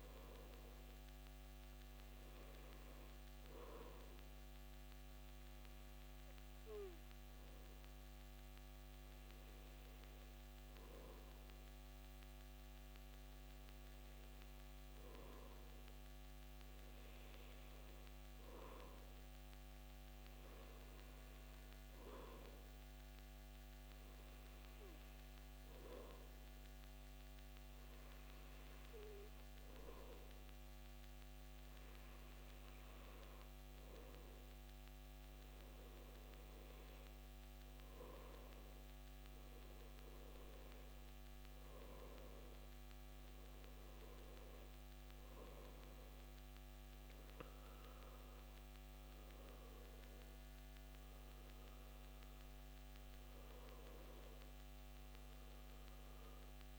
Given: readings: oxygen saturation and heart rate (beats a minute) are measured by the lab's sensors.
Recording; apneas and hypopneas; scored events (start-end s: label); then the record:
breathing in sleep, hard to hear, by a microphone on the trachea; none
none scored
From the record:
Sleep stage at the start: N2 (light sleep); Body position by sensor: on the back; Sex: male